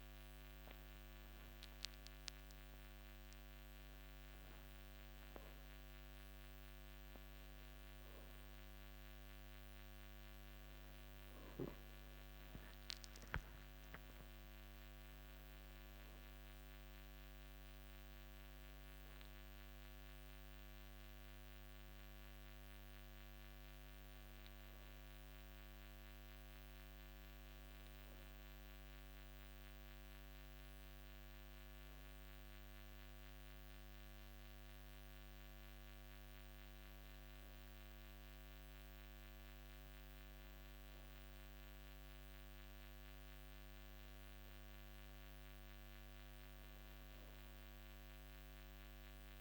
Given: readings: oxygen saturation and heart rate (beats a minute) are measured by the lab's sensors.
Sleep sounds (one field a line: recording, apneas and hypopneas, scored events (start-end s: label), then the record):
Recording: a person awake in a sleep study, hard to hear, by a microphone on the trachea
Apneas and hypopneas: none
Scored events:
none scored
From the record:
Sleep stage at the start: awake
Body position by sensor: on the back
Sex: male